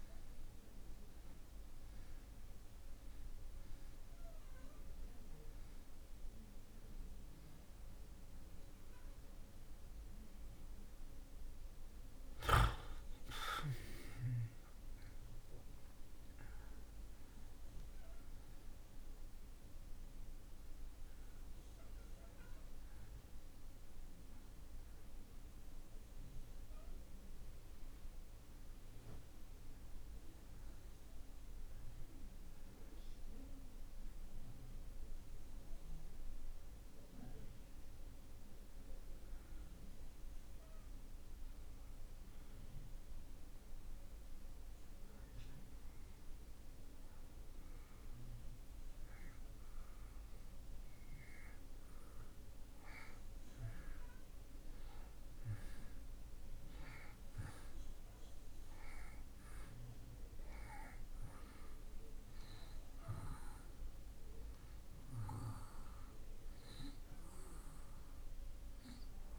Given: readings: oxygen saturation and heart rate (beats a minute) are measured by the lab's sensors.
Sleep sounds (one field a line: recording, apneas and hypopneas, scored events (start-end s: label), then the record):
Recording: a person partly awake in a sleep study, by a room microphone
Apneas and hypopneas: 1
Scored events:
0.00-17.00 s: oxygen desaturation (device-marked, oxygen 78% lowest)
6.00-36.00 s: new sleep stage, awake
36.00-69.39 s: new sleep stage, N1 (lightest sleep)
40.00-50.00 s: obstructive apnea (oxygen 96% before, 82% lowest)
48.00-69.39 s: oxygen desaturation (device-marked, oxygen 96% before, 84% lowest)
52.00-57.00 s: arousal
From the record:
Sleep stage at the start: N1 (lightest sleep)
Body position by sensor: on the back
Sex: male